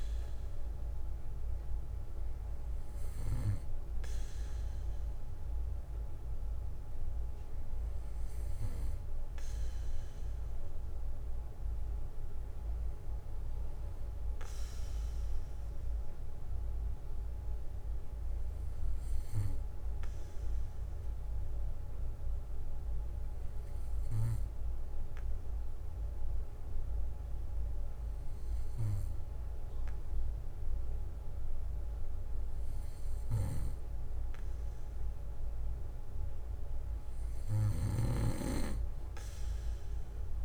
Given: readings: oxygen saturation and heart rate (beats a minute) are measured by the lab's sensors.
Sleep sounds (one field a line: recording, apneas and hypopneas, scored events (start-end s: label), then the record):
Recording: breathing in sleep by a room microphone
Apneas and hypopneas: 1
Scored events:
4.00-7.00 s: bradycardia (device-marked, heart rate 60 before, 60 extreme)
8.00-10.00 s: bradycardia (device-marked, heart rate 60 before, 59 extreme)
11.50-14.50 s: arousal
18.00-34.00 s: hypopnea (oxygen 96% before, 93% lowest, heart rate 60 before, 56 extreme, up 5 after)
19.00-21.00 s: bradycardia (device-marked, heart rate 60 before, 61 extreme)
27.00-32.00 s: bradycardia (device-marked, heart rate 60 before, 58 extreme)
33.00-35.00 s: bradycardia (device-marked, heart rate 60 before, 58 extreme)
37.00-40.45 s: arousal
38.00-40.00 s: bradycardia (device-marked, heart rate 60 before, 60 extreme)
38.00-40.45 s: snoring (device-marked)
From the record:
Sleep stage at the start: N2 (light sleep)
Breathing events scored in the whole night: 241 in 4.6 hours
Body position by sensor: on the back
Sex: male